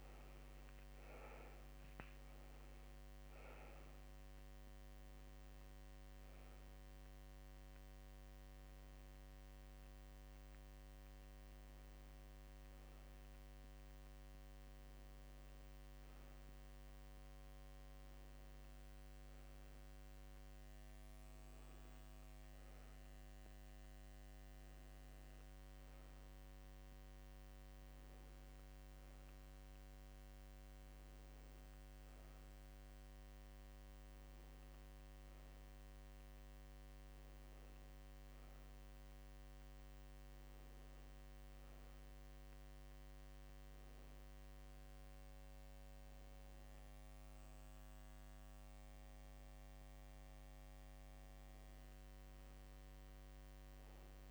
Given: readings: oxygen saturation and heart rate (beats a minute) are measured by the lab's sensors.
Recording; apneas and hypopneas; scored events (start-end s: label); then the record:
breathing in sleep, hard to hear, by a microphone on the trachea; none
23.00-54.31 s: new sleep stage, N2 (light sleep)
From the record:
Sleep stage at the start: N1 (lightest sleep); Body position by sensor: on the back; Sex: female